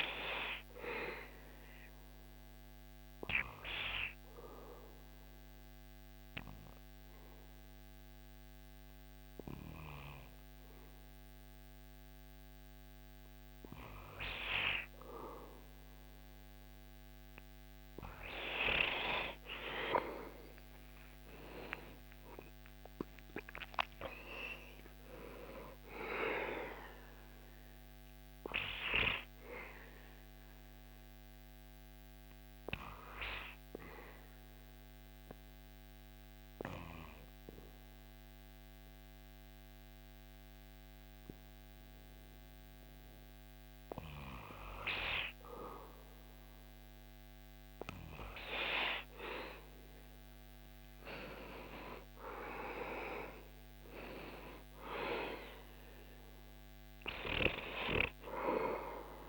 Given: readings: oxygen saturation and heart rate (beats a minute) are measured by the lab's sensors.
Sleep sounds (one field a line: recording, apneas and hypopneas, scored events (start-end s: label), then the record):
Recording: breathing in sleep by a microphone on the trachea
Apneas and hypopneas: 2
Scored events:
3.50-14.50 s: obstructive apnea (oxygen 98% before, 96% lowest, heart rate 76 before, 66 extreme, up 7 after)
19.00-24.50 s: arousal
33.00-44.50 s: obstructive apnea (oxygen 99% before, 97% lowest, heart rate 74 before, 63 extreme, up 7 after)
48.00-53.50 s: arousal
From the record:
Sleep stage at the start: N2 (light sleep)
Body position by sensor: on the back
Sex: male